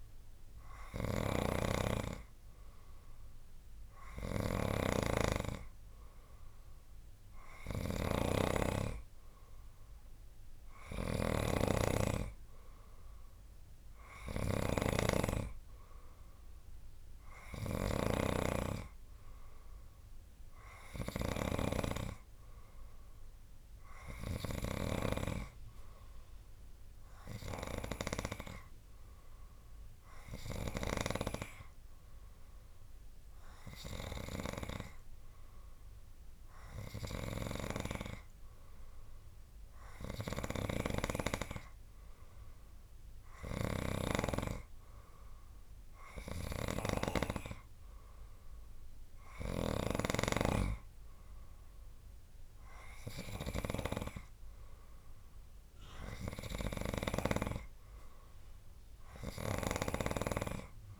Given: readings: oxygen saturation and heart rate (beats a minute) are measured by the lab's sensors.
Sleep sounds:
breathing in sleep by a room microphone; none
0.00-21.50 s: snoring (device-marked)
43.50-50.00 s: snoring (device-marked)
59.50-61.00 s: snoring (device-marked)
From the record:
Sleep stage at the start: N3 (deep sleep); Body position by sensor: on the right side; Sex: male

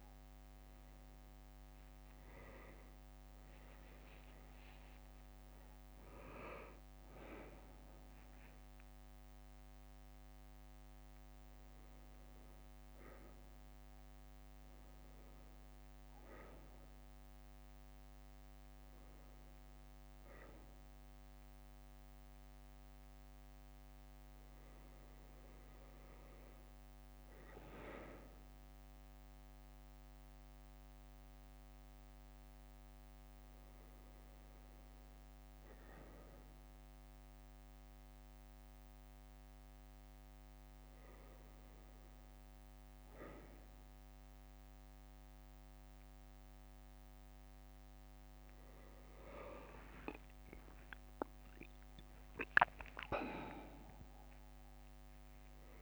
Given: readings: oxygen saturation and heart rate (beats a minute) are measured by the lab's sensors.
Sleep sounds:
a person awake in a sleep study, by a microphone on the trachea; none
4.00-6.00 s: long interval between heartbeats (device-marked, heart rate 69 before, 84 extreme)
50.50-53.50 s: leg movement (device-marked)
54.00-55.00 s: leg movement (device-marked)
From the record:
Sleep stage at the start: awake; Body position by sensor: on the back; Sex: male

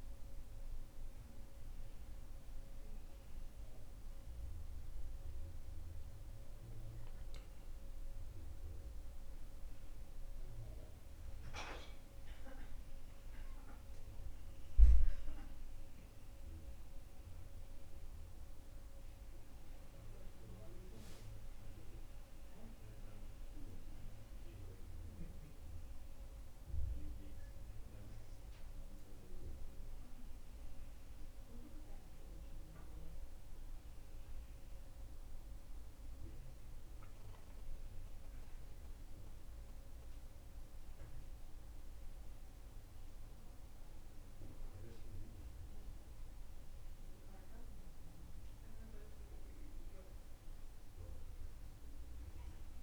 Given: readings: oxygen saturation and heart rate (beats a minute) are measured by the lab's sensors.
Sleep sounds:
breathing in sleep, hard to hear, by a room microphone; none
none scored
From the record:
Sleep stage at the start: N2 (light sleep); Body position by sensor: on the back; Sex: male

